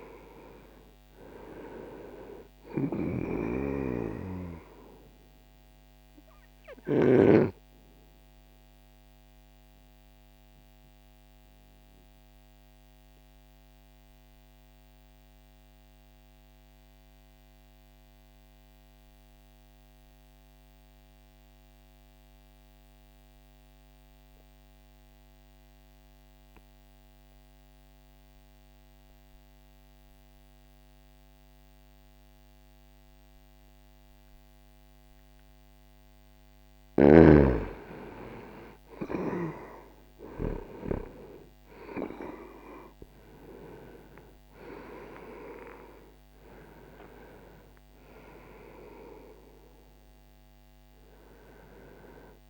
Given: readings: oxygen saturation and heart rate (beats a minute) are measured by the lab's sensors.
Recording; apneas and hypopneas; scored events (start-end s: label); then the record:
breathing in sleep by a microphone on the trachea; 1
8.00-35.00 s: obstructive apnea (oxygen 98% before, 89% lowest, heart rate 60 before, 60 extreme, up 0 after)
21.50-29.50 s: oxygen desaturation (device-marked, oxygen 96% before, 89% lowest, heart rate 60 before, 60 extreme)
37.00-40.50 s: arousal
39.50-52.50 s: new sleep stage, REM sleep
45.50-52.50 s: oxygen desaturation (device-marked, oxygen 97% before, 93% lowest, heart rate 60 before, 60 extreme)
From the record:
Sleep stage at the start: N2 (light sleep); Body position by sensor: on the right side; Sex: male